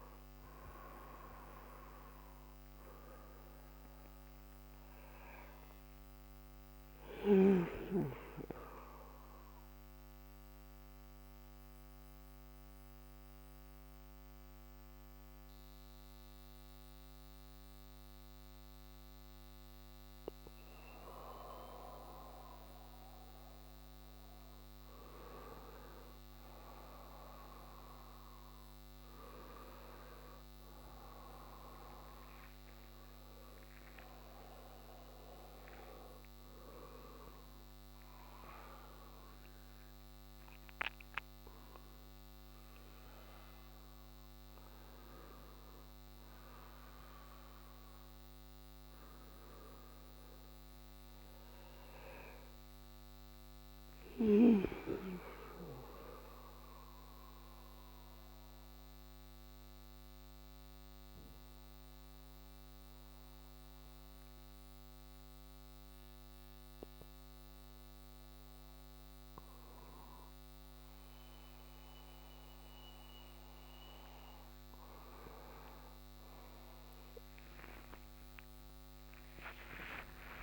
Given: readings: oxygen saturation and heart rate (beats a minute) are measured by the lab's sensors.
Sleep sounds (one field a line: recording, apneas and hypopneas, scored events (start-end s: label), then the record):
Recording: a person partly awake in a sleep study, by a microphone on the trachea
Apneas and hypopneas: 1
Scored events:
2.00-80.43 s: new sleep stage, N1 (lightest sleep)
32.50-36.50 s: arousal
38.00-46.00 s: oxygen desaturation (device-marked, oxygen 98% before, 93% lowest)
48.00-65.00 s: oxygen desaturation (device-marked, oxygen 95% before, 91% lowest)
54.50-68.00 s: mixed apnea (oxygen 98% before, 91% lowest)
78.00-80.43 s: arousal
From the record:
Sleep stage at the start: awake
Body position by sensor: on the back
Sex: male